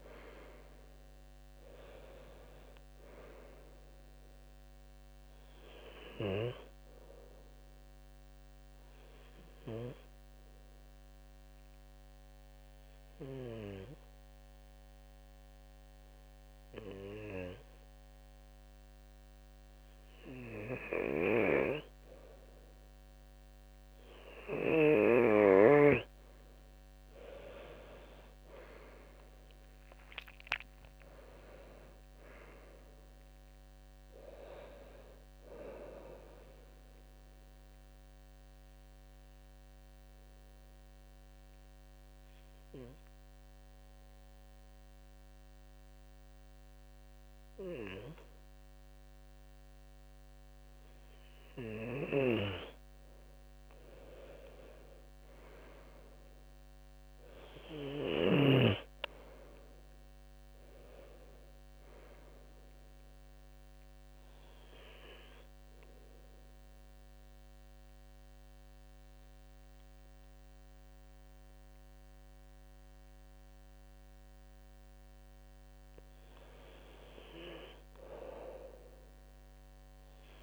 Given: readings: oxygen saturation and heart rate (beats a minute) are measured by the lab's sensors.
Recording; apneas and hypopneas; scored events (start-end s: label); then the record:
breathing in sleep by a microphone on the trachea; 3
0.00-2.50 s: arousal
7.50-21.00 s: obstructive apnea (oxygen 97% before, 91% lowest, heart rate 73 before, 65 extreme, up 6 after)
26.00-29.50 s: arousal
36.50-50.00 s: obstructive apnea (oxygen 97% before, 92% lowest, heart rate 72 before, 65 extreme, up 11 after)
54.00-57.50 s: arousal
63.50-76.00 s: mixed apnea (oxygen 97% before, 92% lowest, heart rate 72 before, 65 extreme, up 4 after)
79.00-80.43 s: arousal
From the record:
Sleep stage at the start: N2 (light sleep); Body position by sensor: on the left side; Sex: male